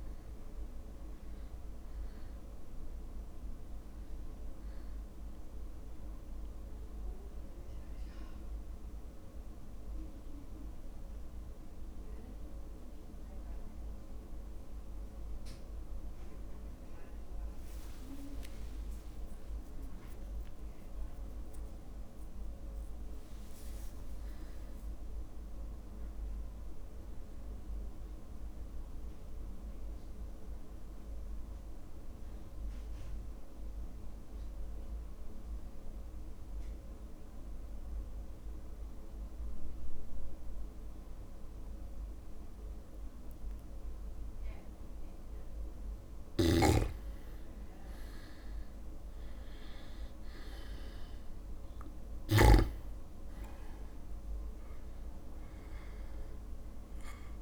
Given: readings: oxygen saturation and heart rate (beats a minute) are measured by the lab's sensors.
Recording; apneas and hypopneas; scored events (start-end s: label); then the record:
breathing in sleep, hard to hear, by a room microphone; 2
0.00-10.00 s: drop in pulse transit time (device-marked, heart rate 52 extreme)
0.00-26.00 s: oxygen desaturation (device-marked, oxygen 88% lowest, heart rate 50 extreme)
7.00-17.00 s: mixed apnea (oxygen 98% before, 88% lowest, heart rate 53 before, 50 extreme, up 35 after)
19.00-23.50 s: arousal
24.00-26.00 s: long interval between heartbeats (device-marked, heart rate 56 before, 80 extreme)
30.00-45.50 s: mixed apnea (oxygen 100% before, 92% lowest, heart rate 65 before, 48 extreme, up 11 after)
46.50-53.00 s: snoring (device-marked)
48.00-52.00 s: arousal
51.50-53.50 s: long interval between heartbeats (device-marked, heart rate 51 before, 60 extreme)
55.00-57.42 s: oxygen desaturation (device-marked, oxygen 99% before, 92% lowest, heart rate 53 before, 48 extreme)
From the record:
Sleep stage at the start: N2 (light sleep); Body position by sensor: on the back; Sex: male